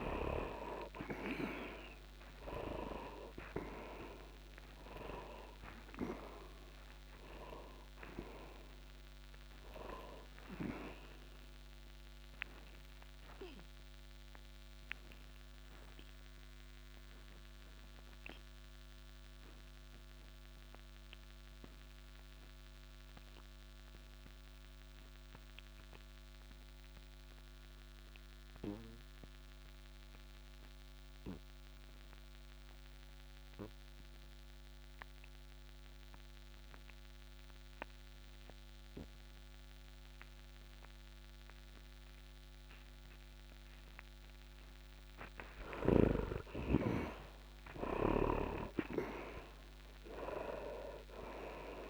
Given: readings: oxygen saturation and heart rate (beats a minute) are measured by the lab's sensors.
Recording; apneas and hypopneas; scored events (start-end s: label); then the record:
breathing in sleep by a microphone on the trachea; 1
0.00-26.50 s: oxygen desaturation (device-marked, oxygen 67% lowest, heart rate 44 extreme)
12.00-44.50 s: obstructive apnea (oxygen 98% before, 67% lowest, heart rate 55 before, 51 extreme, up 4 after)
35.50-51.90 s: oxygen desaturation (device-marked, oxygen 100% before, 67% lowest, heart rate 67 before, 49 extreme)
46.00-49.50 s: arousal
From the record:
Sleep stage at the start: N2 (light sleep); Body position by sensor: on the back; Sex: male